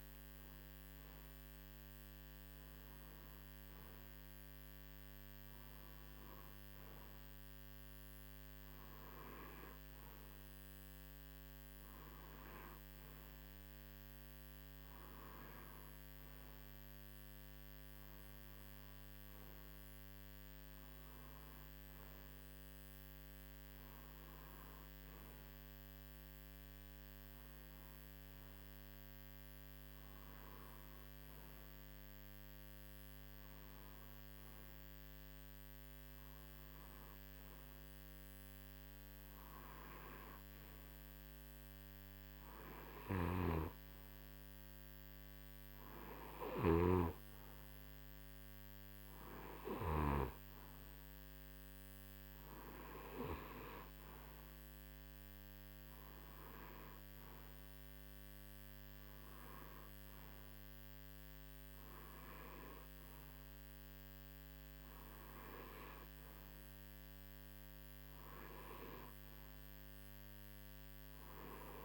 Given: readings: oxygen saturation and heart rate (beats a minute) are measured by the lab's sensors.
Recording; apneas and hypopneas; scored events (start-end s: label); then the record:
breathing in sleep by a microphone on the trachea; none
43.00-50.00 s: snoring (device-marked)
From the record:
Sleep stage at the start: N2 (light sleep); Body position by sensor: on the right side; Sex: male